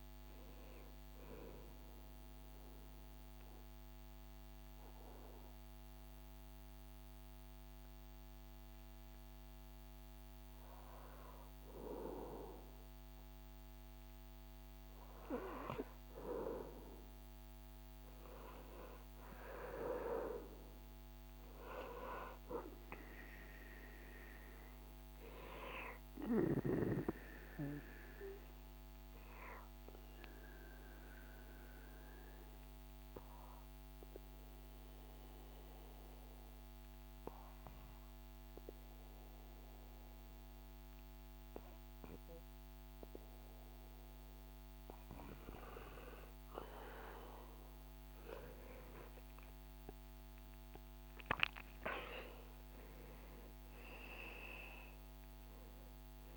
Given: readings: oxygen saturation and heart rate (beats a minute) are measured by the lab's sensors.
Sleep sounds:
breathing in sleep by a microphone on the trachea; 2
1.50-12.50 s: mixed apnea (oxygen 98% before, 93% lowest, heart rate 80 before, 74 extreme, up 6 after)
18.00-21.50 s: arousal
29.00-44.00 s: obstructive apnea (oxygen 98% before, 93% lowest, heart rate 78 before, 73 extreme, up 7 after)
47.50-56.37 s: oxygen desaturation (device-marked, oxygen 97% before, 93% lowest, heart rate 76 before, 73 extreme)
48.00-53.00 s: arousal
From the record:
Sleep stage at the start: N2 (light sleep); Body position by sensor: on the back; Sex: male

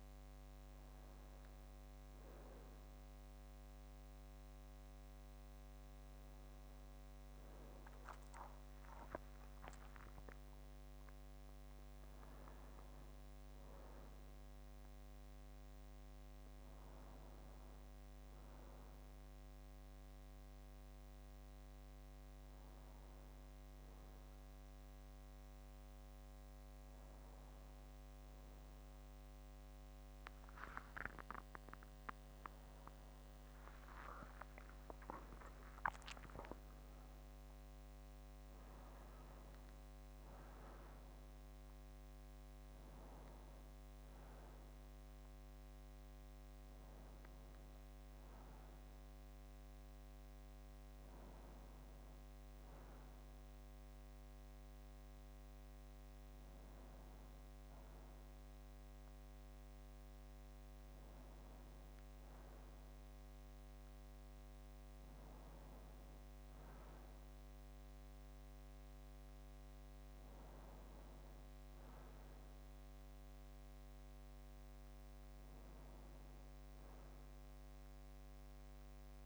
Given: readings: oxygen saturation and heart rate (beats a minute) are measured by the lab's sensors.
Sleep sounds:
breathing in sleep, hard to hear, by a microphone on the trachea; none
30.00-33.50 s: arousal
From the record:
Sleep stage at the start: N2 (light sleep); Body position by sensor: on the back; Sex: male

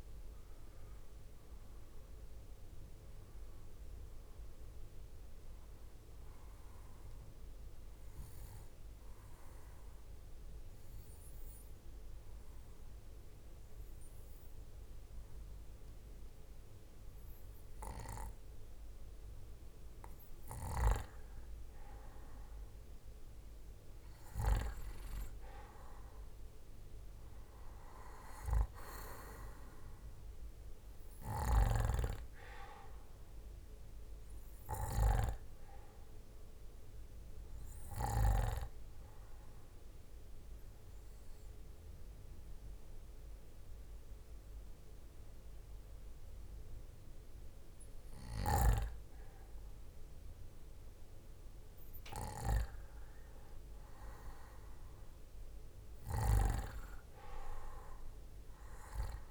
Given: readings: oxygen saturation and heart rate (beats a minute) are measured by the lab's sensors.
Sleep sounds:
breathing in sleep by a room microphone; 2
0.00-1.50 s: arousal
0.00-9.50 s: drop in pulse transit time (device-marked, heart rate 72 extreme)
0.00-15.50 s: oxygen desaturation (device-marked, oxygen 92% lowest, heart rate 64 extreme)
7.00-18.50 s: obstructive apnea (oxygen 96% before, 92% lowest, heart rate 73 before, 64 extreme, up 6 after)
22.50-26.50 s: arousal
27.50-38.50 s: oxygen desaturation (device-marked, oxygen 97% before, 94% lowest, heart rate 67 before, 64 extreme)
33.50-47.50 s: obstructive apnea (oxygen 97% before, 94% lowest, heart rate 68 before, 64 extreme, up 4 after)
54.00-56.50 s: arousal
From the record:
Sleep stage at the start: N2 (light sleep); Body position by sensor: on the back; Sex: male

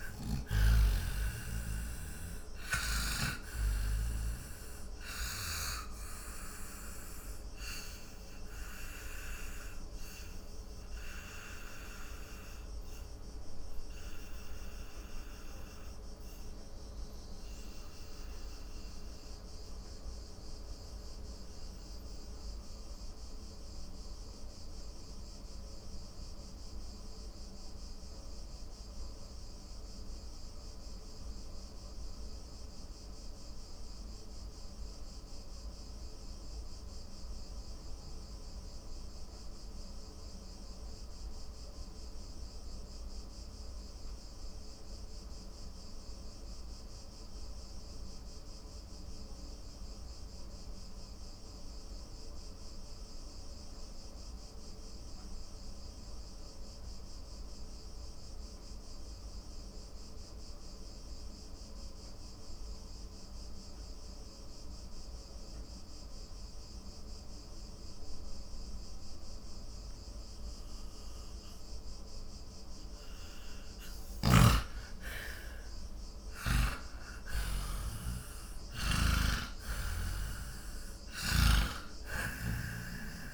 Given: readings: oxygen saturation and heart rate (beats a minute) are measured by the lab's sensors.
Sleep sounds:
breathing in sleep by a room microphone; 1
0.00-3.50 s: snoring (device-marked)
0.00-9.00 s: oxygen desaturation (device-marked, oxygen 93% lowest, heart rate 46 extreme)
8.00-73.50 s: mixed apnea (oxygen 98% before, 81% lowest, heart rate 63 before, 45 extreme, up 16 after)
11.00-41.00 s: oxygen desaturation (device-marked, oxygen 96% before, 86% lowest, heart rate 65 before, 45 extreme)
60.00-83.34 s: oxygen desaturation (device-marked, oxygen 99% before, 81% lowest, heart rate 51 before, 41 extreme)
74.50-80.50 s: arousal
81.50-83.34 s: snoring (device-marked)
From the record:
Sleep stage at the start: N2 (light sleep); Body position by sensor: on the back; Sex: male

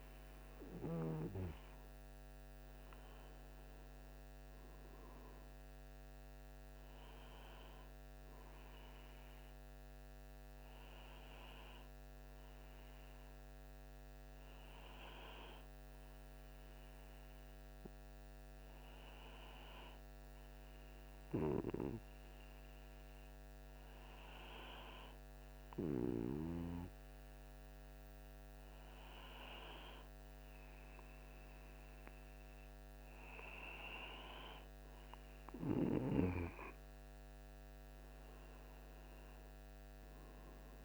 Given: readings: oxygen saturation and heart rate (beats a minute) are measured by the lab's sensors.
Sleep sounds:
breathing in sleep by a microphone on the trachea; none
none scored
From the record:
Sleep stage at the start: N2 (light sleep); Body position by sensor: on the right side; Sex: male

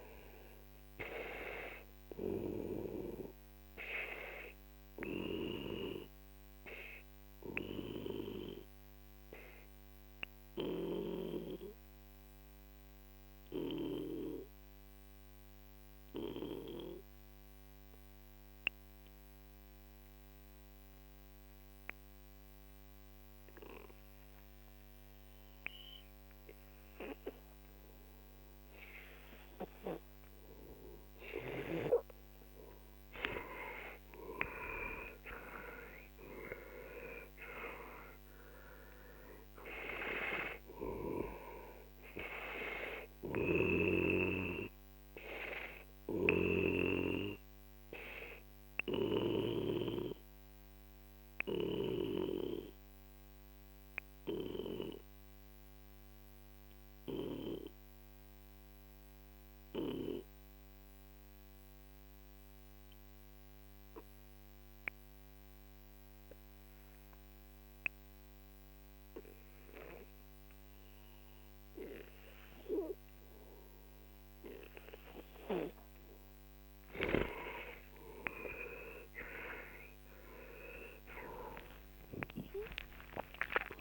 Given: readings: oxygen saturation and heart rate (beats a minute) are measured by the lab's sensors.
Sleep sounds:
breathing in sleep by a microphone on the trachea; 2
0.00-16.50 s: oxygen desaturation (device-marked, oxygen 91% lowest, heart rate 42 extreme)
6.00-32.00 s: obstructive apnea (oxygen 98% before, 90% lowest, heart rate 54 before, 42 extreme, up 12 after)
30.50-59.50 s: oxygen desaturation (device-marked, oxygen 97% before, 90% lowest, heart rate 48 before, 42 extreme)
33.50-38.00 s: arousal
43.50-52.00 s: snoring (device-marked)
46.00-76.00 s: obstructive apnea (oxygen 98% before, 90% lowest, heart rate 57 before, 42 extreme, up 22 after)
75.50-83.81 s: oxygen desaturation (device-marked, oxygen 97% before, 90% lowest, heart rate 49 before, 42 extreme)
79.00-83.50 s: arousal
From the record:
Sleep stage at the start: N2 (light sleep); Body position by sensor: on the back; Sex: male

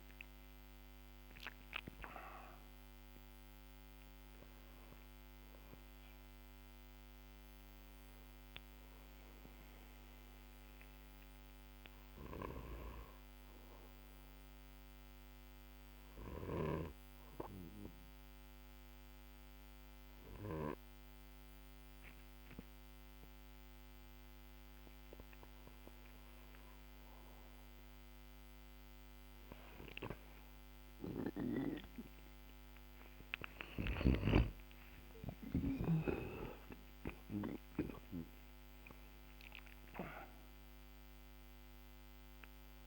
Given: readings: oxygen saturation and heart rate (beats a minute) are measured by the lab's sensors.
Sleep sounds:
breathing in sleep by a microphone on the trachea; 1
0.00-23.00 s: oxygen desaturation (device-marked, oxygen 91% lowest, heart rate 47 extreme)
14.00-25.50 s: obstructive apnea (oxygen 97% before, 91% lowest, heart rate 65 before, 45 extreme, up 21 after)
28.50-34.50 s: arousal
From the record:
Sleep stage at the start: N1 (lightest sleep); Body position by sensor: on the back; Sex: male

